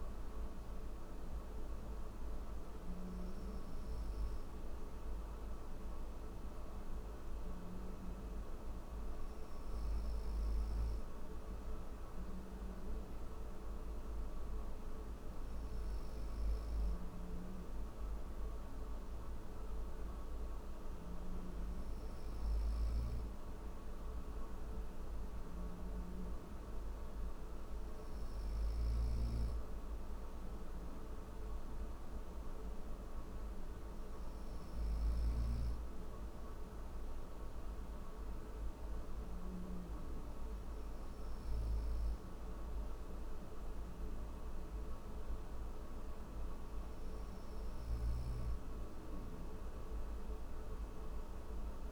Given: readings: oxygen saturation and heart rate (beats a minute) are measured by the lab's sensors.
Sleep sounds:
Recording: breathing in sleep, hard to hear, by a room microphone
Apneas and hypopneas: none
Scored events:
28.00-34.50 s: snoring (device-marked)
47.00-51.92 s: snoring (device-marked)
From the record:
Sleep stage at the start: N3 (deep sleep)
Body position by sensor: on the right side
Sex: male

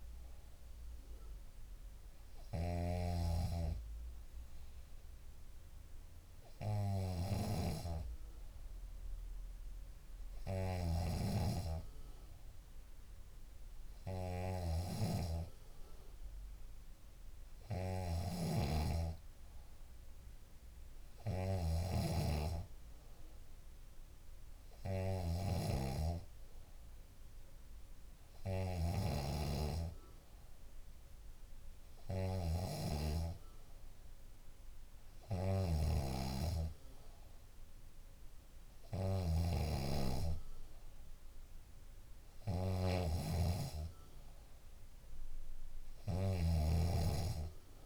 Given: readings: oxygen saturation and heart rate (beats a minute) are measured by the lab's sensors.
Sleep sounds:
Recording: breathing in sleep by a room microphone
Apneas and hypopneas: none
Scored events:
0.00-29.00 s: snoring (device-marked)
35.50-47.86 s: snoring (device-marked)
From the record:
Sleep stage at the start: N2 (light sleep)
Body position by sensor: on the back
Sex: female

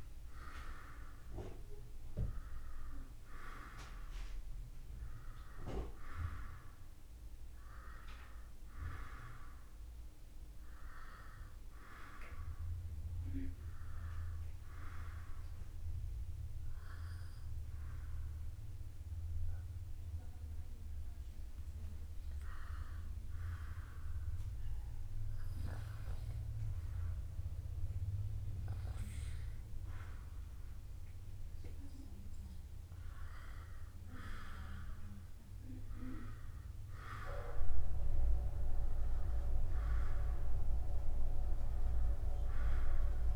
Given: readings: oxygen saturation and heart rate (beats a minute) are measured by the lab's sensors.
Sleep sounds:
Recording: breathing in sleep by a room microphone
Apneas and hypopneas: none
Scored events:
2.00-16.00 s: oxygen desaturation (device-marked, oxygen 95% before, 92% lowest, heart rate 69 before, 67 extreme)
27.00-31.50 s: arousal
30.00-43.36 s: new sleep stage, N2 (light sleep)
35.00-43.36 s: oxygen desaturation (device-marked, oxygen 96% before, 93% lowest, heart rate 70 before, 67 extreme)
From the record:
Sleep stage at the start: N1 (lightest sleep)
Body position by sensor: upright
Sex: male

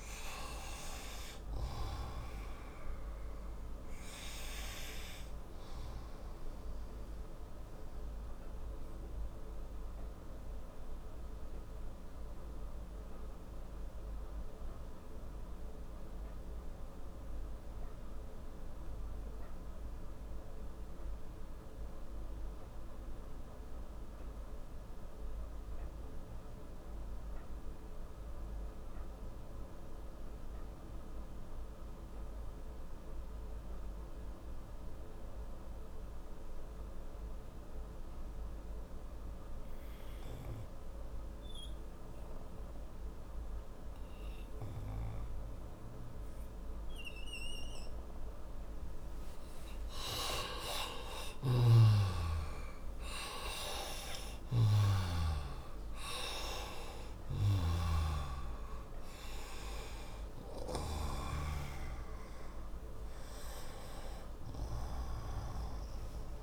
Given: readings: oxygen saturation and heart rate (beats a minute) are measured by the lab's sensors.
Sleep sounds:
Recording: breathing in sleep by a room microphone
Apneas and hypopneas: 1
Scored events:
0.00-20.50 s: oxygen desaturation (device-marked, oxygen 89% lowest, heart rate 36 extreme)
7.50-46.00 s: mixed apnea (oxygen 97% before, 87% lowest, heart rate 49 before, 56 extreme, up 12 after)
48.50-53.50 s: arousal
51.00-61.00 s: snoring (device-marked)
From the record:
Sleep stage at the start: N2 (light sleep)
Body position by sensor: on the right side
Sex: male

